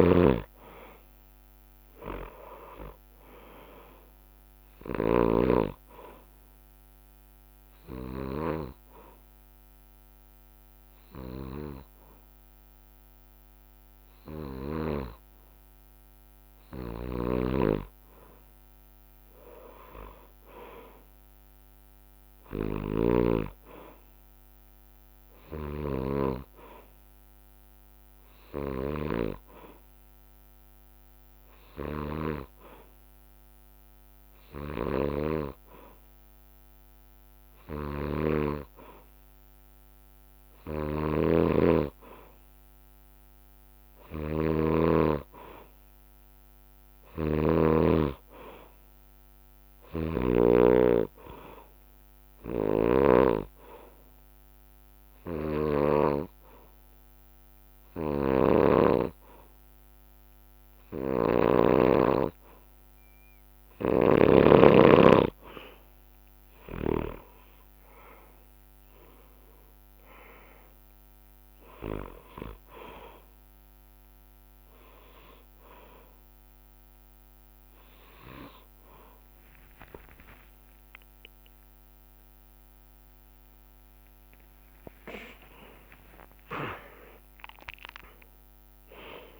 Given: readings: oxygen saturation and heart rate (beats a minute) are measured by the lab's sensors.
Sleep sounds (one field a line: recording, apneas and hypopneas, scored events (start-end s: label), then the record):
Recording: breathing in sleep by a microphone on the trachea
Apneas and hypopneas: 2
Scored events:
0.00-1.50 s: arousal
0.00-5.00 s: oxygen desaturation (device-marked, oxygen 90% lowest, heart rate 57 extreme)
0.00-5.00 s: snoring (device-marked)
1.00-11.00 s: drop in pulse transit time (device-marked, heart rate 59 before, 58 extreme)
6.00-16.50 s: hypopnea (oxygen 97% before, 93% lowest, heart rate 60 before, 57 extreme, up 9 after)
7.00-10.00 s: bradycardia (device-marked, heart rate 66 before, 60 extreme)
11.00-13.00 s: bradycardia (device-marked, heart rate 66 before, 57 extreme)
13.50-15.50 s: long interval between heartbeats (device-marked, heart rate 61 before, 58 extreme)
16.50-23.00 s: snoring (device-marked)
18.00-22.00 s: arousal
20.00-31.00 s: drop in pulse transit time (device-marked, heart rate 61 before, 58 extreme)
23.00-29.00 s: bradycardia (device-marked, heart rate 66 before, 58 extreme)
30.00-34.00 s: bradycardia (device-marked, heart rate 66 before, 59 extreme)
34.50-47.50 s: snoring (device-marked)
40.00-46.00 s: bradycardia (device-marked, heart rate 66 before, 58 extreme)
46.50-50.00 s: arousal
49.50-61.50 s: snoring (device-marked)
52.00-61.00 s: drop in pulse transit time (device-marked, heart rate 59 before, 58 extreme)
52.00-66.00 s: oxygen desaturation (device-marked, oxygen 96% before, 93% lowest, heart rate 59 before, 58 extreme)
53.00-64.00 s: hypopnea (oxygen 97% before, 91% lowest, heart rate 60 before, 58 extreme, up 12 after)
56.00-62.00 s: bradycardia (device-marked, heart rate 65 before, 58 extreme)
65.00-69.00 s: arousal
85.00-89.40 s: arousal
85.00-89.40 s: drop in pulse transit time (device-marked, heart rate 65 before, 66 extreme)
86.00-88.00 s: long interval between heartbeats (device-marked, heart rate 66 before, 88 extreme)
86.00-89.40 s: oxygen desaturation (device-marked, oxygen 94% before, 91% lowest, heart rate 66 before, 58 extreme)
From the record:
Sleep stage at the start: N2 (light sleep)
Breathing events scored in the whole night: 200 in 4.2 hours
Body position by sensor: on the back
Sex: male